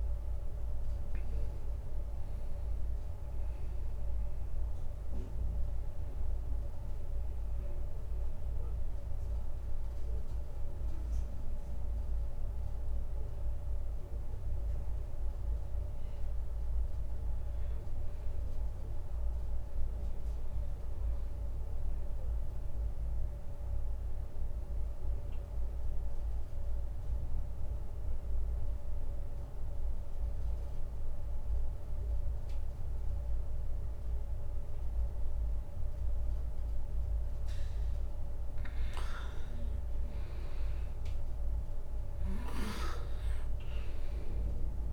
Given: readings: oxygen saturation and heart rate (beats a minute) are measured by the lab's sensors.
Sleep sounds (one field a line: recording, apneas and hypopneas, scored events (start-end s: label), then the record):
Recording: breathing in sleep, hard to hear, by a room microphone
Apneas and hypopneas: 1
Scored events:
0.00-22.50 s: oxygen desaturation (device-marked, oxygen 93% lowest, heart rate 28 extreme)
18.50-38.50 s: obstructive apnea (oxygen 98% before, 92% lowest)
40.00-43.00 s: arousal
From the record:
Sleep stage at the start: N2 (light sleep)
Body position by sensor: on the back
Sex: male